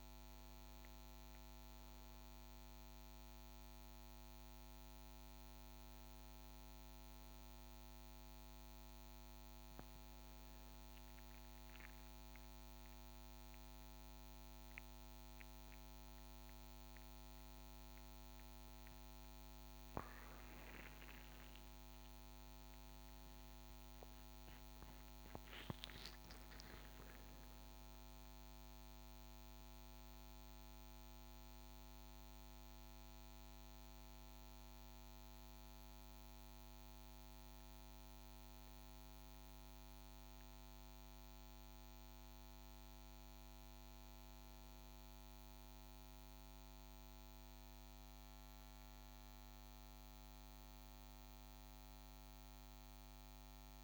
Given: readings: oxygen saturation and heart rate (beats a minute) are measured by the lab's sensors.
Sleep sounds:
breathing in sleep, hard to hear, by a microphone on the trachea; none
21.50-26.00 s: arousal
From the record:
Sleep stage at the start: N1 (lightest sleep); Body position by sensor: on the right side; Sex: male

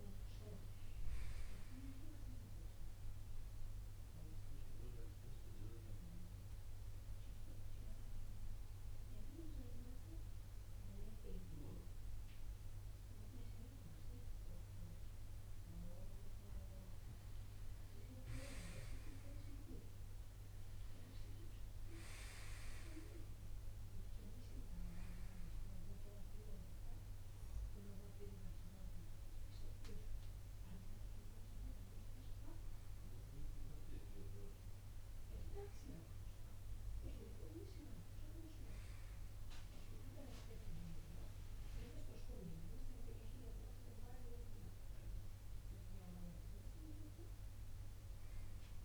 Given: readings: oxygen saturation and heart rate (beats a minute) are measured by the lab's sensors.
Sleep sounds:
breathing in sleep by a room microphone; 1
1.00-19.00 s: oxygen desaturation (device-marked, oxygen 94% before, 86% lowest)
6.00-16.50 s: central apnea (oxygen 96% before, 86% lowest)
19.00-23.00 s: arousal
25.00-42.00 s: oxygen desaturation (device-marked, oxygen 96% before, 88% lowest)
From the record:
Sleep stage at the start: N2 (light sleep); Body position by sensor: on the right side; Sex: male

